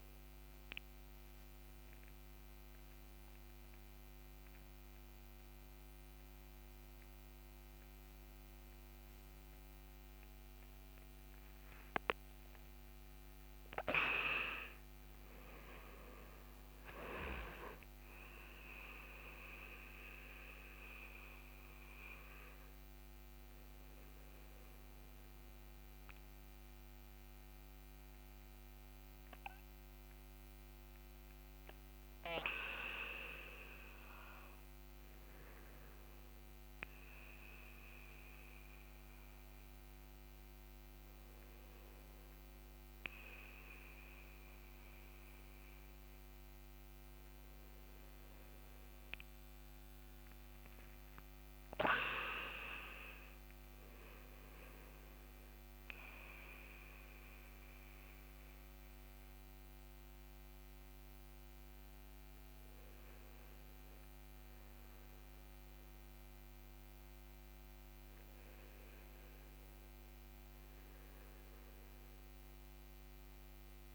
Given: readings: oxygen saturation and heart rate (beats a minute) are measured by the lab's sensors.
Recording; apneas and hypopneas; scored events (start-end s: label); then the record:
a person partly awake in a sleep study, by a microphone on the trachea; none
30.00-73.95 s: new sleep stage, N1 (lightest sleep)
From the record:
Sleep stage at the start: awake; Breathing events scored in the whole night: 169 in 4.5 hours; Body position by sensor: on the back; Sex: male